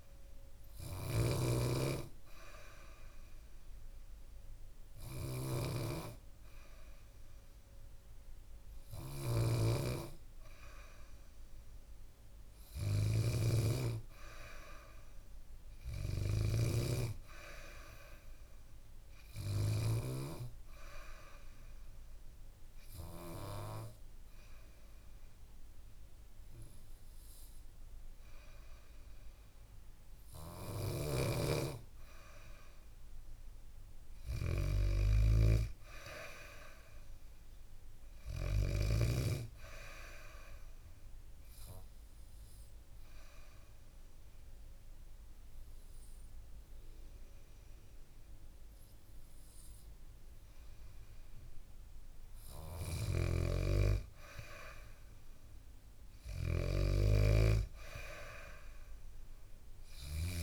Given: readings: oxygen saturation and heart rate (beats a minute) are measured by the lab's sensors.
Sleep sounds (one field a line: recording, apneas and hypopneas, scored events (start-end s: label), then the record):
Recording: breathing in sleep by a room microphone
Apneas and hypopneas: 2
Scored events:
0.00-19.50 s: snoring (device-marked)
21.50-32.50 s: obstructive apnea (oxygen 95% before, 92% lowest, heart rate 71 before, 66 extreme)
30.00-38.50 s: snoring (device-marked)
34.00-37.00 s: arousal
41.00-52.00 s: obstructive apnea (oxygen 95% before, 92% lowest, heart rate 71 before, 66 extreme, up 5 after)
52.50-60.00 s: snoring (device-marked)
54.00-57.50 s: arousal
59.00-60.43 s: oxygen desaturation (device-marked, oxygen 96% before, 93% lowest, heart rate 69 before, 64 extreme)
From the record:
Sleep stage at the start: N2 (light sleep)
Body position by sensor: on the back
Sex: female